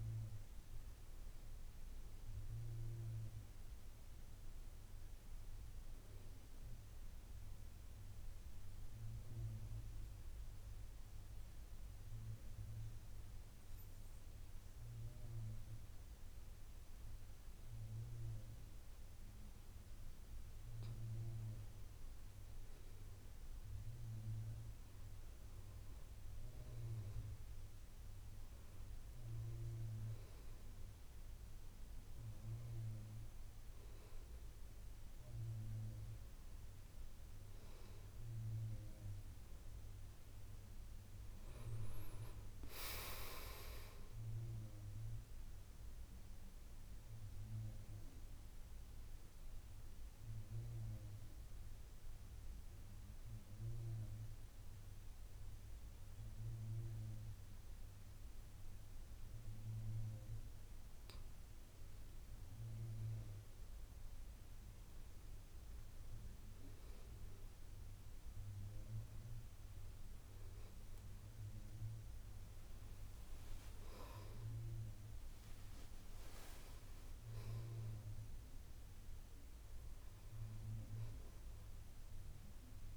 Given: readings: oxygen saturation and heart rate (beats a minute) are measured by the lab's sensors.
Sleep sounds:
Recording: breathing in sleep by a room microphone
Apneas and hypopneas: 2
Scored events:
7.00-19.00 s: obstructive apnea (oxygen 99% before, 94% lowest, heart rate 57 before, 54 extreme, up 7 after)
22.50-28.00 s: arousal
28.50-47.50 s: oxygen desaturation (device-marked, oxygen 97% before, 94% lowest, heart rate 56 before, 55 extreme)
48.00-61.50 s: obstructive apnea (oxygen 97% before, 94% lowest, heart rate 62 before, 55 extreme, up 7 after)
64.00-68.00 s: arousal
From the record:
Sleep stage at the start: N2 (light sleep)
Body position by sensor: on the back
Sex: male

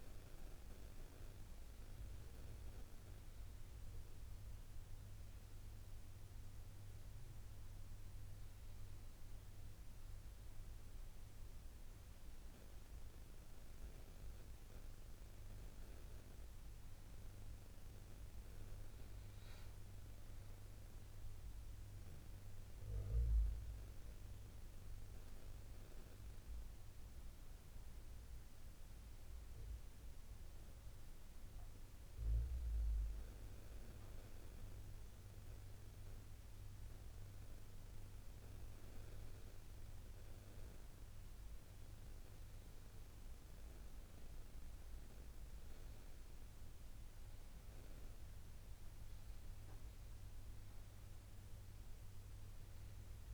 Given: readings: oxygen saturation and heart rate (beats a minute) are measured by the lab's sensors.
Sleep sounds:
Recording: breathing in sleep, hard to hear, by a room microphone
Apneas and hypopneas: none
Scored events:
none scored
From the record:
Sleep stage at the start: N1 (lightest sleep)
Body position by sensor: on the back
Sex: male

